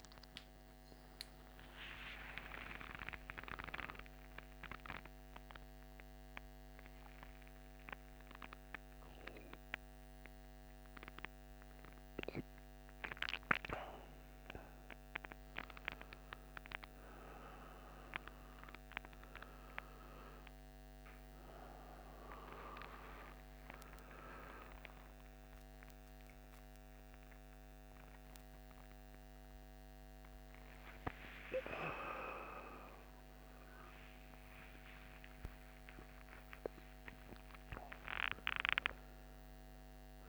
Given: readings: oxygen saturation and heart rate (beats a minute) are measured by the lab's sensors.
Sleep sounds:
a person awake in a sleep study, by a microphone on the trachea; none
25.50-36.50 s: oxygen desaturation (device-marked, oxygen 97% before, 94% lowest, heart rate 78 before, 59 extreme)
From the record:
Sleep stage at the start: awake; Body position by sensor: on the right side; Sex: male

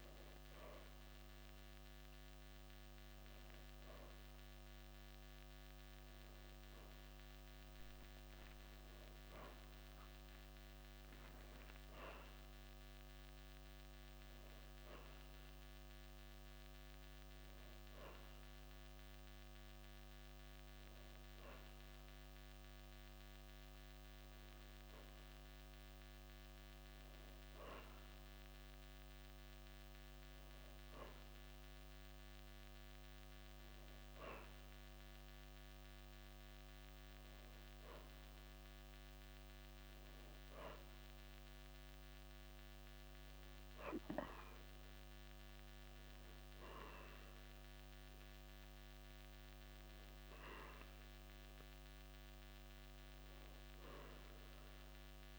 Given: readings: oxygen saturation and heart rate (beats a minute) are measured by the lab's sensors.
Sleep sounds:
a person partly awake in a sleep study, hard to hear, by a microphone on the trachea; none
17.00-55.39 s: new sleep stage, N1 (lightest sleep)
From the record:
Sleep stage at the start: awake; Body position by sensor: on the back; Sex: male

